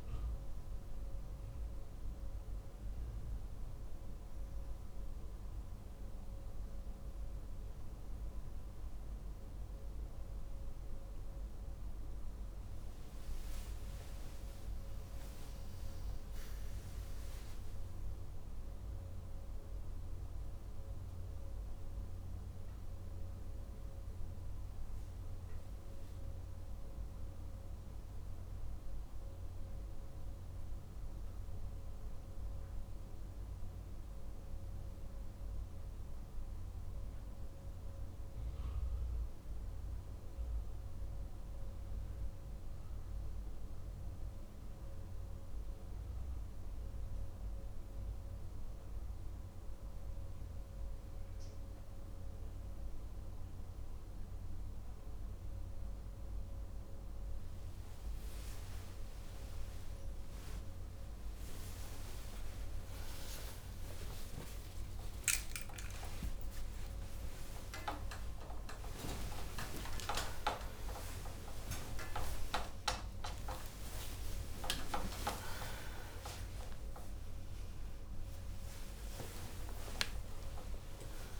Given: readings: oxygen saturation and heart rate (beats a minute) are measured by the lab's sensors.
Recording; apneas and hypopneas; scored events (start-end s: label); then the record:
breathing in sleep by a room microphone; none
13.00-18.00 s: arousal
36.00-66.00 s: new sleep stage, N1 (lightest sleep)
66.00-81.40 s: new sleep stage, awake
From the record:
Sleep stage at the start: N2 (light sleep); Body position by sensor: on the left side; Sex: male